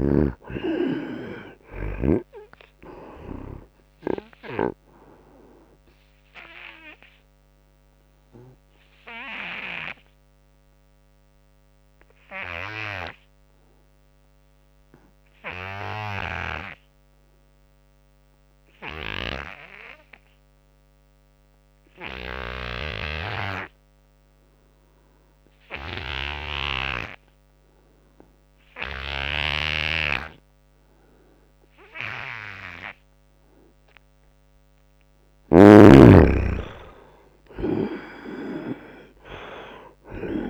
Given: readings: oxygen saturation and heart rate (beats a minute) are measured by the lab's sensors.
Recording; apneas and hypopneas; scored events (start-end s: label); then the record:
breathing in sleep by a microphone on the trachea; 1
0.00-1.00 s: arousal
0.00-21.50 s: oxygen desaturation (device-marked, oxygen 75% lowest, heart rate 64 extreme)
7.00-34.00 s: obstructive apnea (oxygen 98% before, 75% lowest, heart rate 78 before, 64 extreme, up 16 after)
29.00-35.50 s: snoring (device-marked)
34.50-40.50 s: oxygen desaturation (device-marked, oxygen 94% before, 76% lowest, heart rate 76 before, 74 extreme)
35.50-38.00 s: arousal
From the record:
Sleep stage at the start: N2 (light sleep); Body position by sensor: on the right side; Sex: male